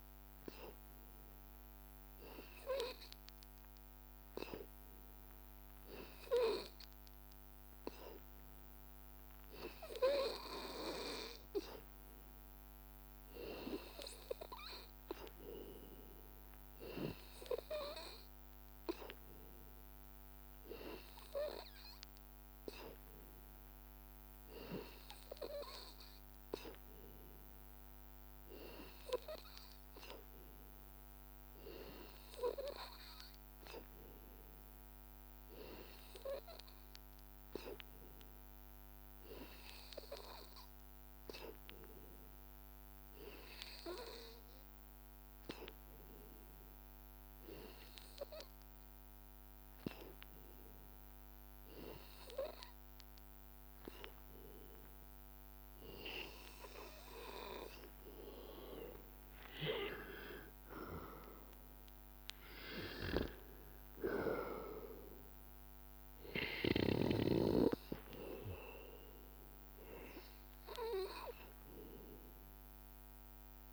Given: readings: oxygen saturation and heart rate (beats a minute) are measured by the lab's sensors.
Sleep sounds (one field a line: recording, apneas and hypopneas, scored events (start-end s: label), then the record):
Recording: breathing in sleep by a microphone on the trachea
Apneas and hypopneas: none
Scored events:
17.50-19.50 s: long interval between heartbeats (device-marked, heart rate 75 before, 79 extreme)
59.50-64.00 s: arousal
From the record:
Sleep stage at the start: N2 (light sleep)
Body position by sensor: on the back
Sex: male